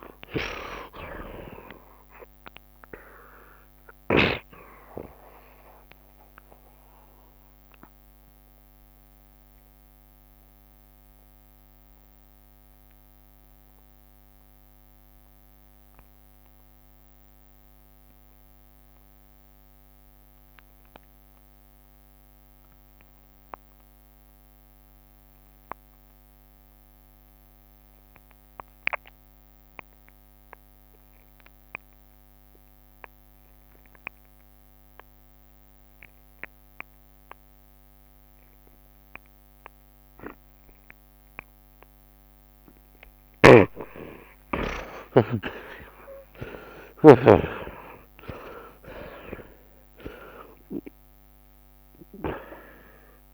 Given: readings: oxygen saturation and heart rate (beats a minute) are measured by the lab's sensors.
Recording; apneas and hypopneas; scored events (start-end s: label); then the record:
breathing in sleep by a microphone on the trachea; 1
0.00-2.00 s: arousal
0.00-18.00 s: oxygen desaturation (device-marked, oxygen 51% lowest, heart rate 39 extreme)
4.50-6.50 s: long interval between heartbeats (device-marked, heart rate 63 before, 83 extreme)
8.00-43.00 s: obstructive apnea (oxygen 75% before, 49% lowest, heart rate 67 before, 71 extreme, up 31 after)
20.00-53.34 s: oxygen desaturation (device-marked, oxygen 84% before, 49% lowest, heart rate 79 before, 60 extreme)
32.00-34.00 s: long interval between heartbeats (device-marked, heart rate 75 before, 87 extreme)
43.00-48.00 s: tachycardia (device-marked, heart rate 80 before, 109 extreme)
43.50-45.50 s: long interval between heartbeats (device-marked, heart rate 80 before, 85 extreme)
43.50-47.50 s: snoring (device-marked)
44.50-49.00 s: arousal
46.00-48.00 s: long interval between heartbeats (device-marked, heart rate 82 before, 109 extreme)
50.00-53.34 s: tachycardia (device-marked, heart rate 80 before, 111 extreme)
From the record:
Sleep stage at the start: N2 (light sleep); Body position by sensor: on the right side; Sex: male